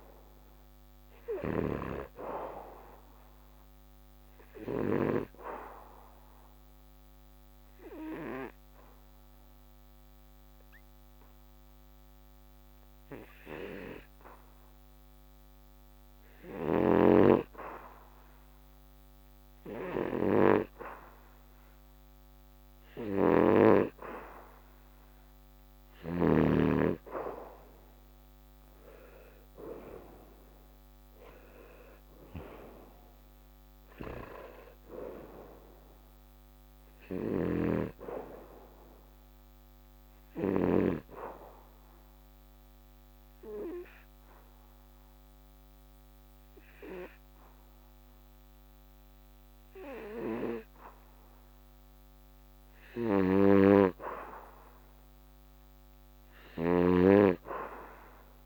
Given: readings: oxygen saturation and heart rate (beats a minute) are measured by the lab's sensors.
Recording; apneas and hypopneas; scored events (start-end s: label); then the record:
breathing in sleep by a microphone on the trachea; 2
7.50-19.50 s: oxygen desaturation (device-marked, oxygen 97% before, 91% lowest, heart rate 74 before, 71 extreme)
8.00-18.50 s: obstructive apnea (oxygen 97% before, 89% lowest, heart rate 74 before, 71 extreme, up 0 after)
23.00-28.50 s: arousal
32.50-47.50 s: oxygen desaturation (device-marked, oxygen 95% before, 89% lowest, heart rate 74 before, 71 extreme)
41.50-53.00 s: obstructive apnea (oxygen 95% before, 89% lowest, heart rate 76 before, 69 extreme)
56.00-58.46 s: arousal
From the record:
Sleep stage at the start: N2 (light sleep); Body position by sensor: on the back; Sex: male